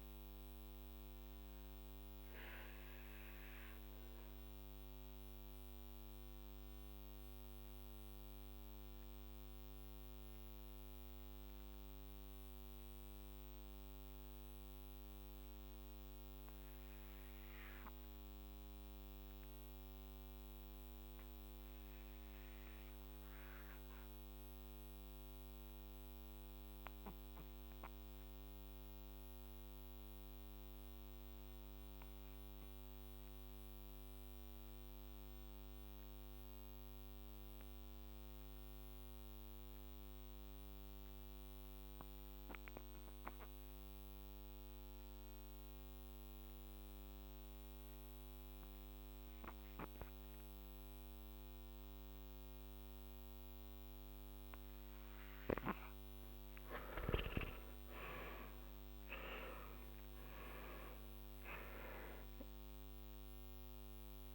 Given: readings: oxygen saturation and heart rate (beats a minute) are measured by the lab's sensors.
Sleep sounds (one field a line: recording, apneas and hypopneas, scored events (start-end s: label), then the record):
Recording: breathing in sleep, hard to hear, by a microphone on the trachea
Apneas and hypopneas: 1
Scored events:
2.00-56.00 s: mixed apnea (oxygen 98% before, 81% lowest, heart rate 51 before, 41 extreme, up 16 after)
22.00-44.00 s: oxygen desaturation (device-marked, oxygen 97% before, 85% lowest, heart rate 48 before, 41 extreme)
58.00-63.00 s: arousal
From the record:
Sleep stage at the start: REM sleep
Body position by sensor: on the back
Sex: male